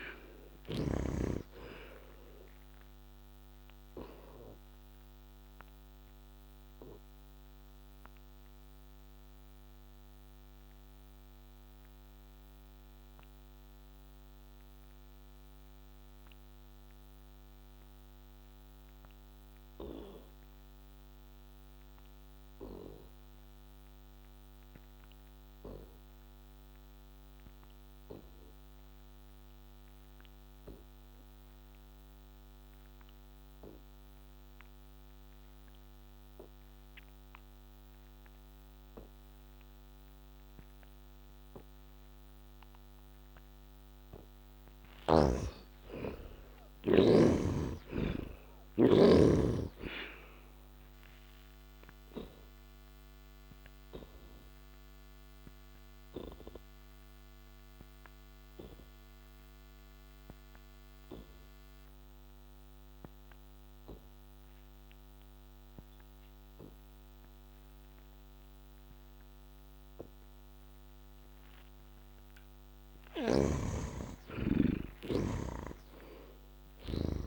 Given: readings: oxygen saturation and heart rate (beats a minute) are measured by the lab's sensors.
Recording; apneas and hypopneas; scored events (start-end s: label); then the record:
breathing in sleep by a microphone on the trachea; 2
2.50-42.00 s: obstructive apnea (heart rate 70 before, 59 extreme, up 14 after)
44.50-47.50 s: arousal
50.00-70.50 s: obstructive apnea (heart rate 70 before, 56 extreme, up 1 after)
From the record:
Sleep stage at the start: N2 (light sleep); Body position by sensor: on the back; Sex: male